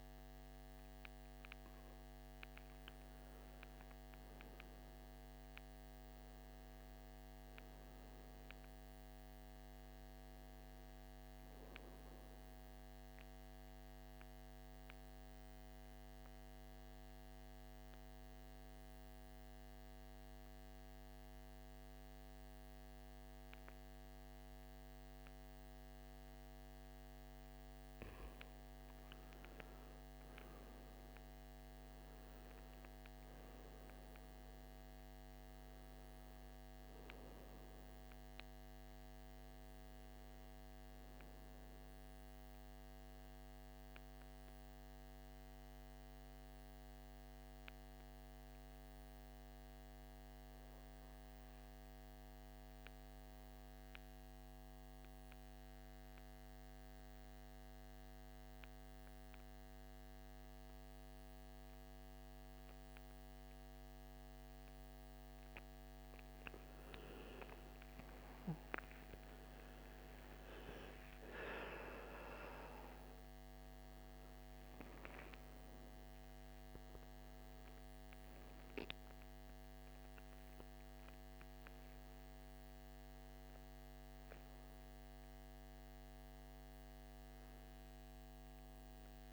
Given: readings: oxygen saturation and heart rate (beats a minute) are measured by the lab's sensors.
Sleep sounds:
breathing in sleep, hard to hear, by a microphone on the trachea; 2
0.00-23.50 s: oxygen desaturation (device-marked, oxygen 94% lowest, heart rate 56 extreme)
17.00-28.50 s: obstructive apnea (oxygen 98% before, 86% lowest, heart rate 57 before, 56 extreme, up 6 after)
36.50-51.50 s: oxygen desaturation (device-marked, oxygen 96% before, 91% lowest, heart rate 59 before, 55 extreme)
53.00-66.50 s: obstructive apnea (oxygen 96% before, 86% lowest, heart rate 59 before, 55 extreme, up 11 after)
67.50-71.50 s: arousal
67.50-88.50 s: oxygen desaturation (device-marked, oxygen 97% before, 86% lowest, heart rate 57 before, 53 extreme)
From the record:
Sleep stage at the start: N2 (light sleep); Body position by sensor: on the back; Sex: male

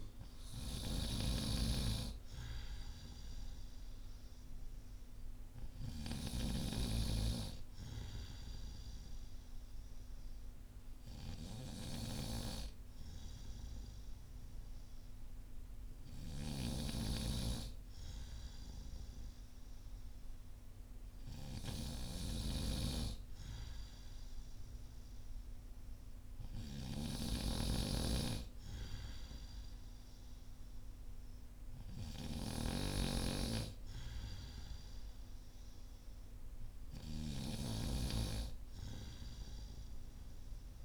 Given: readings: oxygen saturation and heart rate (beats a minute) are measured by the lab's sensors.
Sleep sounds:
breathing in sleep by a room microphone; none
0.50-6.00 s: snoring (device-marked)
37.00-40.85 s: snoring (device-marked)
From the record:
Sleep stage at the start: N2 (light sleep); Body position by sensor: on the back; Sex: male

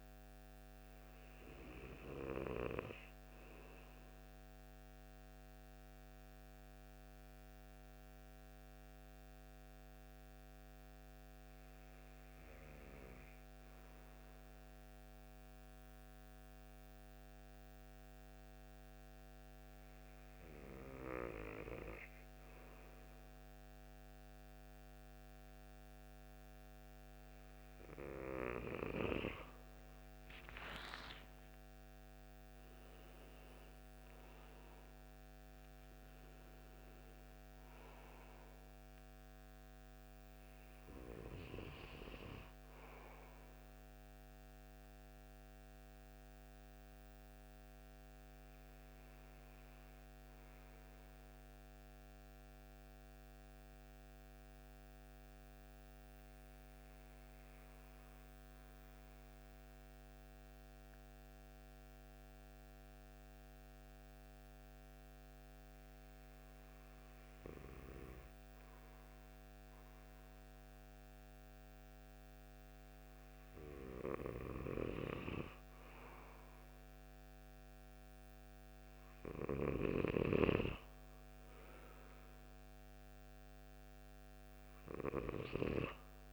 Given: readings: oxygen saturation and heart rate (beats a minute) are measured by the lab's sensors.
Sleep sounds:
breathing in sleep by a microphone on the trachea; 2
0.00-12.00 s: oxygen desaturation (device-marked, oxygen 91% lowest)
2.50-26.50 s: hypopnea (oxygen 97% before, 92% lowest)
29.50-33.00 s: arousal
46.00-70.00 s: hypopnea (oxygen 97% before, 94% lowest)
73.50-78.00 s: arousal
From the record:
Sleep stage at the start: N2 (light sleep); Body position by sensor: on the right side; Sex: male

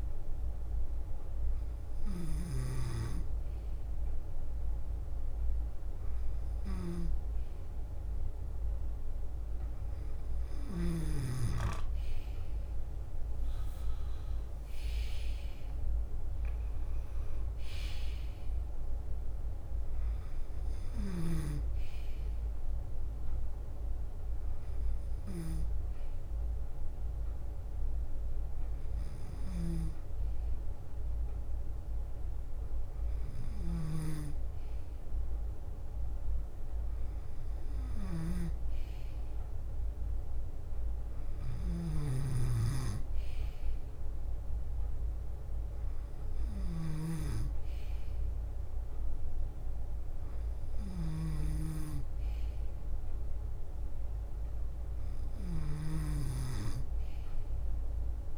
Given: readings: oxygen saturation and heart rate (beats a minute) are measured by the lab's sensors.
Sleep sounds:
breathing in sleep by a room microphone; none
0.00-13.00 s: bradycardia (device-marked, heart rate 53 extreme)
1.00-7.00 s: leg movement (device-marked)
3.00-16.00 s: drop in pulse transit time (device-marked, heart rate 60 before, 54 extreme)
8.50-15.50 s: leg movement (device-marked)
16.00-17.50 s: leg movement (device-marked)
19.00-22.00 s: leg movement (device-marked)
19.00-58.38 s: bradycardia (device-marked, heart rate 57 before, 53 extreme)
24.00-31.50 s: leg movement (device-marked)
31.00-45.00 s: drop in pulse transit time (device-marked, heart rate 57 before, 53 extreme)
33.00-39.00 s: leg movement (device-marked)
40.50-46.00 s: leg movement (device-marked)
41.50-56.00 s: snoring (device-marked)
48.00-54.00 s: leg movement (device-marked)
56.00-58.38 s: leg movement (device-marked)
From the record:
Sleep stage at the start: N2 (light sleep); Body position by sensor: on the left side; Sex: male

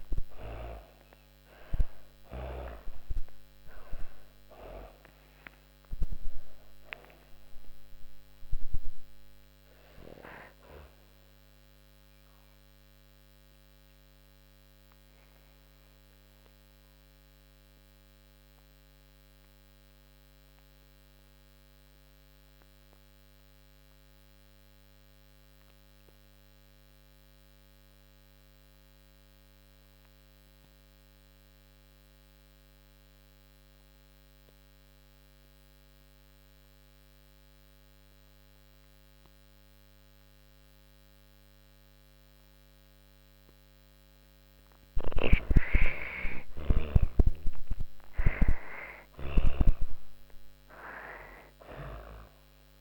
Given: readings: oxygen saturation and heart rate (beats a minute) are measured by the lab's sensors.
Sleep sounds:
breathing in sleep by a microphone on the trachea; 1
0.00-26.00 s: oxygen desaturation (device-marked, oxygen 76% lowest)
9.50-42.50 s: obstructive apnea (oxygen 98% before, 76% lowest)
43.50-52.50 s: snoring (device-marked)
44.00-49.50 s: arousal
45.00-52.81 s: oxygen desaturation (device-marked, oxygen 99% before, 86% lowest)
From the record:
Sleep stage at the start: N2 (light sleep); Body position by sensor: on the back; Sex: female

